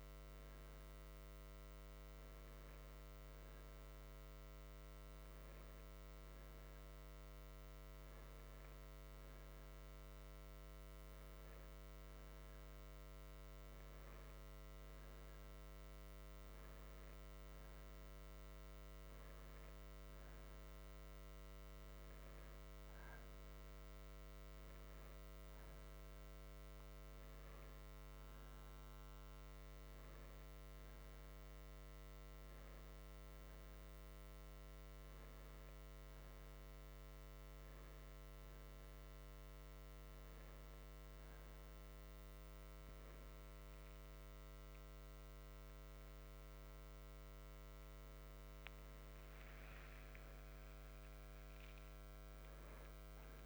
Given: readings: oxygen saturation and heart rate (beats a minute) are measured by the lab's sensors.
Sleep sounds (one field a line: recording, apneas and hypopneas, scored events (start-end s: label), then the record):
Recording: breathing in sleep, hard to hear, by a microphone on the trachea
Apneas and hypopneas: none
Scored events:
50.00-53.46 s: arousal
From the record:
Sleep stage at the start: N2 (light sleep)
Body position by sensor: on the right side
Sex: male